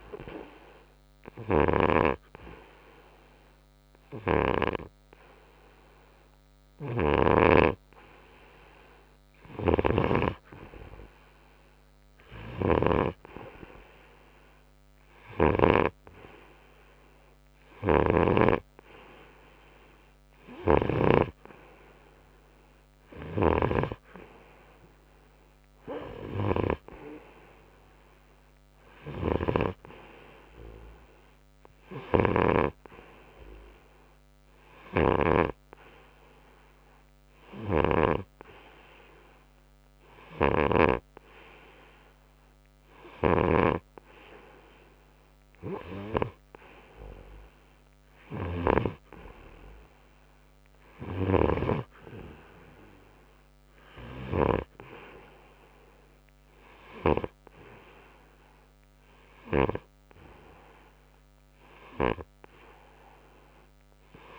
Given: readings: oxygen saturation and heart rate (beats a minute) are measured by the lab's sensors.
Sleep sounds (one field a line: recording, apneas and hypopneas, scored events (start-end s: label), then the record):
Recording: breathing in sleep by a microphone on the trachea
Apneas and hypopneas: none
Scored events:
0.00-18.50 s: oxygen desaturation (device-marked, oxygen 93% lowest, heart rate 63 extreme)
1.50-5.00 s: snoring (device-marked)
7.00-10.50 s: snoring (device-marked)
12.50-16.00 s: snoring (device-marked)
18.00-21.50 s: snoring (device-marked)
23.50-30.00 s: snoring (device-marked)
32.00-38.50 s: snoring (device-marked)
40.50-52.00 s: snoring (device-marked)
From the record:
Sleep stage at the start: N2 (light sleep)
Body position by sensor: on the right side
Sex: male